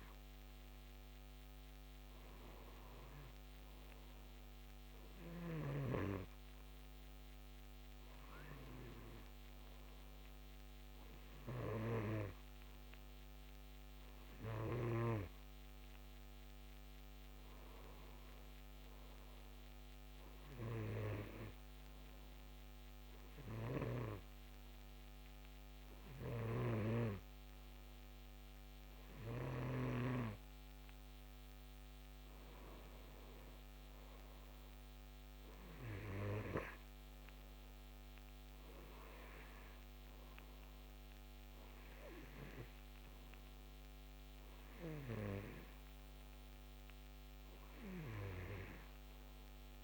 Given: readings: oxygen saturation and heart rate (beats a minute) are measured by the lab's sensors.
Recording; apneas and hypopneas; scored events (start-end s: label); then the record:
breathing in sleep by a microphone on the trachea; 1
23.00-34.00 s: hypopnea (oxygen 92% before, 90% lowest, heart rate 76 before, 73 extreme, up 5 after)
26.50-30.50 s: snoring (device-marked)
36.50-40.50 s: arousal
From the record:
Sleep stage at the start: N2 (light sleep); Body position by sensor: on the back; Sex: male